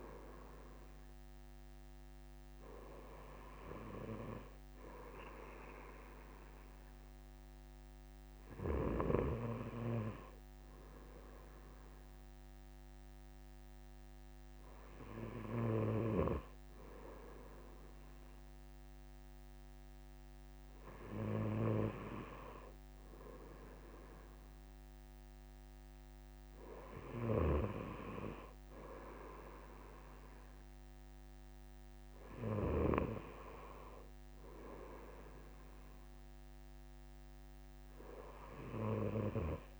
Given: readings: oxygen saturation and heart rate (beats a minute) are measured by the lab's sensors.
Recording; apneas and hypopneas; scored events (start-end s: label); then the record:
breathing in sleep by a microphone on the trachea; none
none scored
From the record:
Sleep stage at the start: N2 (light sleep); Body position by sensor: on the right side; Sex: male